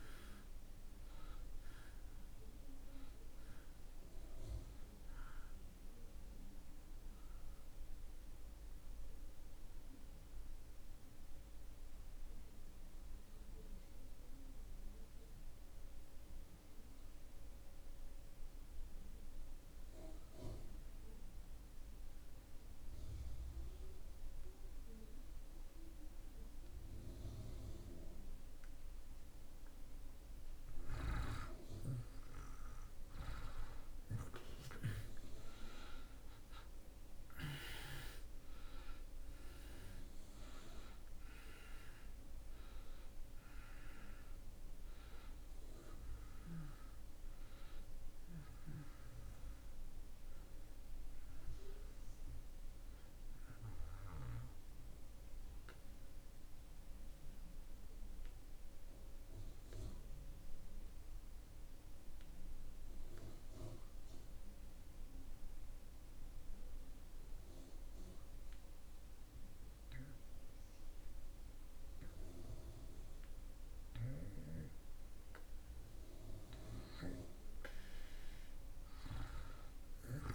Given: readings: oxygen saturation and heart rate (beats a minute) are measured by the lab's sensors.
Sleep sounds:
breathing in sleep by a room microphone; 2
0.00-24.00 s: oxygen desaturation (device-marked, oxygen 65% lowest)
7.00-30.00 s: mixed apnea (oxygen 90% before, 65% lowest)
31.00-35.00 s: arousal
34.00-67.00 s: oxygen desaturation (device-marked, oxygen 99% before, 76% lowest)
53.00-75.00 s: mixed apnea (oxygen 99% before, 76% lowest)
78.00-80.35 s: arousal
From the record:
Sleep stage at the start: REM sleep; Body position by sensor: on the back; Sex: male

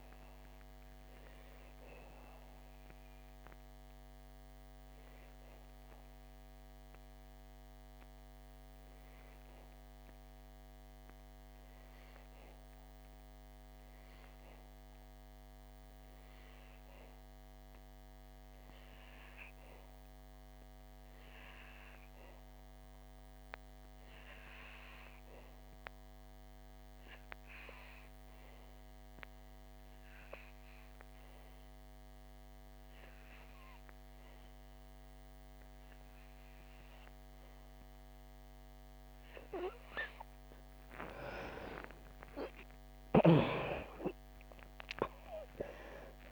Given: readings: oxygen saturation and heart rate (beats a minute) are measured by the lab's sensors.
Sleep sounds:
breathing in sleep by a microphone on the trachea; 1
0.00-23.00 s: oxygen desaturation (device-marked, oxygen 82% lowest, heart rate 40 extreme)
0.50-40.50 s: obstructive apnea (oxygen 97% before, 76% lowest, heart rate 63 before, 54 extreme, up 32 after)
25.00-46.32 s: oxygen desaturation (device-marked, oxygen 98% before, 76% lowest, heart rate 62 before, 54 extreme)
41.50-46.32 s: arousal
From the record:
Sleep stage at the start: N2 (light sleep); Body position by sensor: on the back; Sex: female

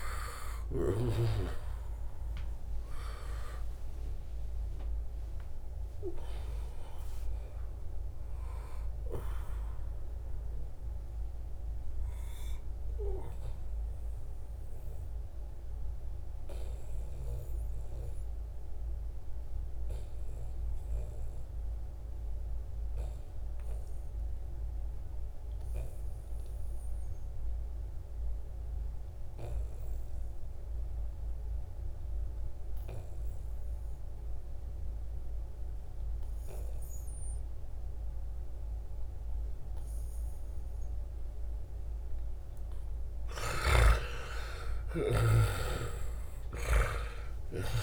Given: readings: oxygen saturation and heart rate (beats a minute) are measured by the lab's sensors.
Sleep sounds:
breathing in sleep by a room microphone; 1
0.00-13.00 s: oxygen desaturation (device-marked, oxygen 87% lowest, heart rate 67 extreme)
11.00-42.50 s: obstructive apnea (oxygen 95% before, 87% lowest, heart rate 78 before, 63 extreme, up 15 after)
32.00-47.83 s: oxygen desaturation (device-marked, oxygen 97% before, 87% lowest, heart rate 74 before, 63 extreme)
43.00-47.83 s: snoring (device-marked)
44.00-47.50 s: arousal
From the record:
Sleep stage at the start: N2 (light sleep); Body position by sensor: on the right side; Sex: male

